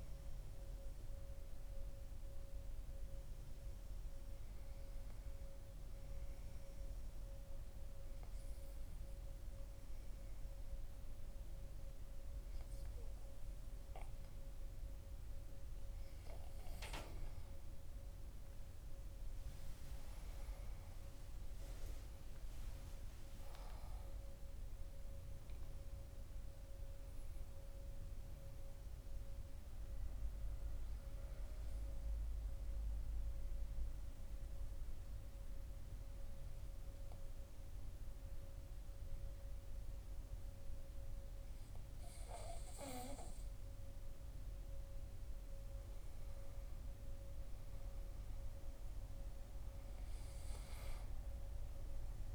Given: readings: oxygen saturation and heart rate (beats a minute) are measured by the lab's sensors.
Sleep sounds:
breathing in sleep, hard to hear, by a room microphone; 2
5.00-16.00 s: obstructive apnea (oxygen 96% before, 95% lowest, heart rate 53 before, 47 extreme)
18.50-24.00 s: arousal
31.50-43.00 s: obstructive apnea (oxygen 97% before, 95% lowest, heart rate 78 before, 45 extreme, up 12 after)
45.00-49.50 s: arousal
From the record:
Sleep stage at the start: N2 (light sleep); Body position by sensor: on the back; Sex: male

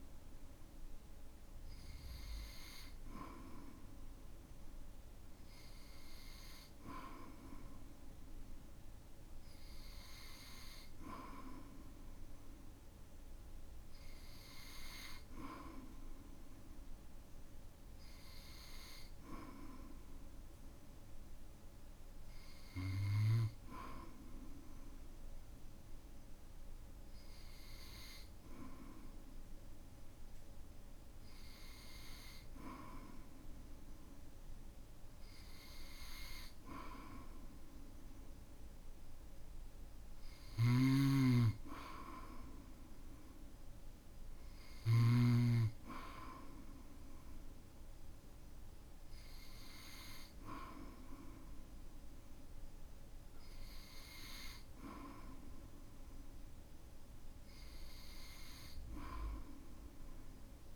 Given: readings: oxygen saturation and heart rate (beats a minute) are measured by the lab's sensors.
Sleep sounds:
breathing in sleep by a room microphone; none
40.50-45.00 s: snoring (device-marked)
From the record:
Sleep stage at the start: N2 (light sleep); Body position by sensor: on the back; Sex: male

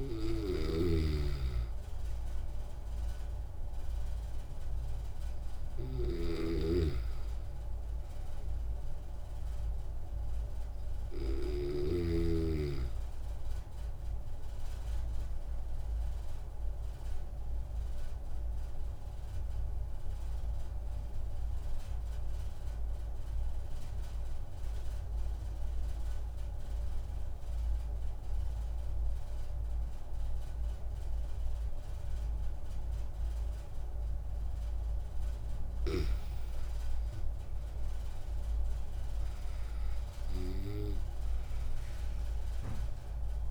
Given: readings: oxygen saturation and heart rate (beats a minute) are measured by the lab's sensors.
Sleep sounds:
breathing in sleep by a room microphone; 1
1.00-12.50 s: snoring (device-marked)
16.50-34.00 s: obstructive apnea (oxygen 97% before, 92% lowest)
30.50-43.50 s: oxygen desaturation (device-marked, oxygen 97% before, 92% lowest)
38.00-42.00 s: arousal
From the record:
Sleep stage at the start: N2 (light sleep); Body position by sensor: on the back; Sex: male

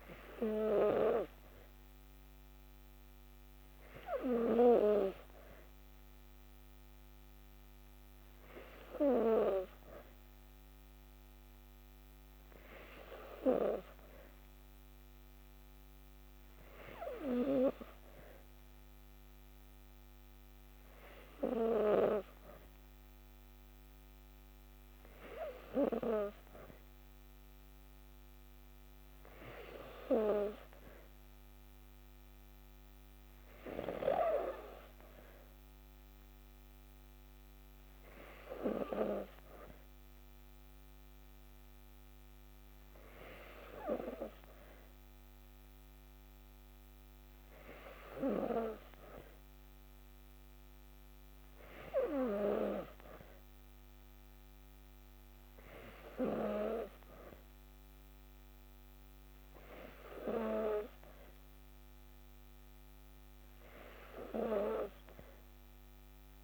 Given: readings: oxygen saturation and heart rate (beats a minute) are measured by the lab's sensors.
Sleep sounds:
breathing in sleep by a microphone on the trachea; none
none scored
From the record:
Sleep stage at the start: N2 (light sleep); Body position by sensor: on the back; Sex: female

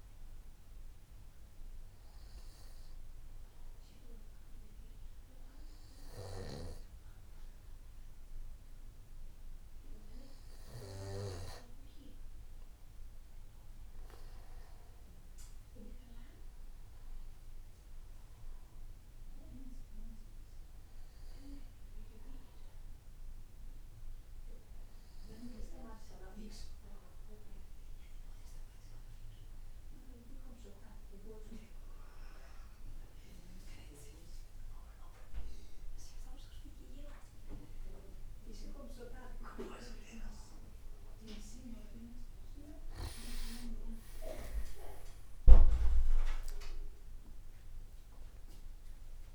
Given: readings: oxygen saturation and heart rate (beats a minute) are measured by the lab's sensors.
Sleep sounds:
breathing in sleep by a room microphone; none
44.50-48.50 s: arousal
From the record:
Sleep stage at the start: N2 (light sleep); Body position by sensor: on the back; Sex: male

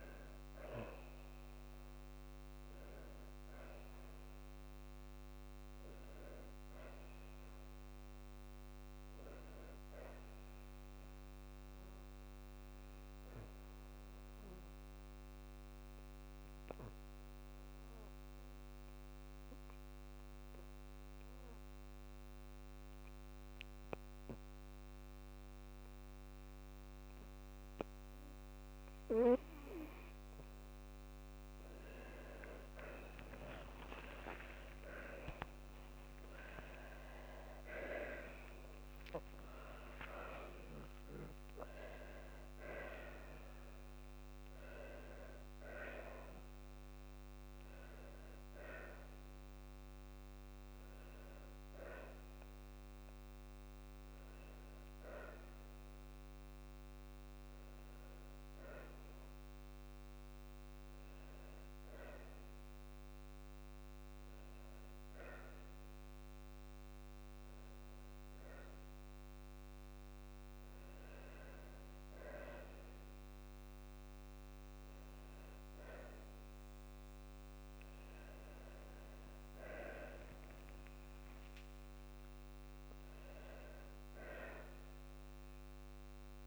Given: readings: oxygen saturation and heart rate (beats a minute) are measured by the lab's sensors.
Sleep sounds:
breathing in sleep by a microphone on the trachea; 1
15.00-29.00 s: obstructive apnea (oxygen 96% before, 93% lowest, heart rate 54 before, 34 extreme, up 44 after)
32.50-38.00 s: arousal
33.50-35.50 s: long interval between heartbeats (device-marked, heart rate 52 before, 74 extreme)
34.00-37.00 s: tachycardia (device-marked, heart rate 56 before, 96 extreme)
37.50-39.50 s: long interval between heartbeats (device-marked, heart rate 60 before, 103 extreme)
39.50-41.50 s: long interval between heartbeats (device-marked, heart rate 65 before, 96 extreme)
53.00-55.00 s: long interval between heartbeats (device-marked, heart rate 74 before, 39 extreme)
67.00-78.00 s: oxygen desaturation (device-marked, oxygen 97% before, 94% lowest, heart rate 33 before, 55 extreme)
80.00-84.50 s: arousal
80.50-82.50 s: long interval between heartbeats (device-marked, heart rate 44 before, 63 extreme)
81.00-84.00 s: tachycardia (device-marked, heart rate 56 before, 97 extreme)
83.00-85.00 s: long interval between heartbeats (device-marked, heart rate 53 before, 97 extreme)
From the record:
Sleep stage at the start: N2 (light sleep); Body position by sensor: on the back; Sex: female

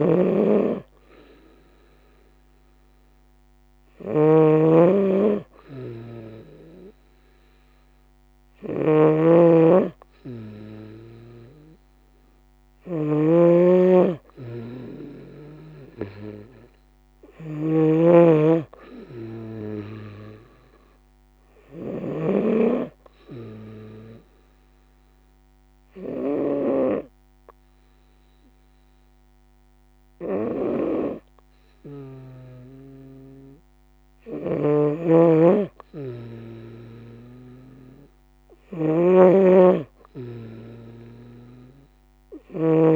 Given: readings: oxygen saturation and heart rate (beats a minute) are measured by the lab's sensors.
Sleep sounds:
breathing in sleep by a microphone on the trachea; 1
0.00-21.50 s: snoring (device-marked)
13.00-16.50 s: arousal
22.50-33.50 s: obstructive apnea (oxygen 92% before, 89% lowest, heart rate 67 before, 65 extreme, up 2 after)
33.50-38.00 s: snoring (device-marked)
36.00-40.50 s: arousal
From the record:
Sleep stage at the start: N2 (light sleep); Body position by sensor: on the right side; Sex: female

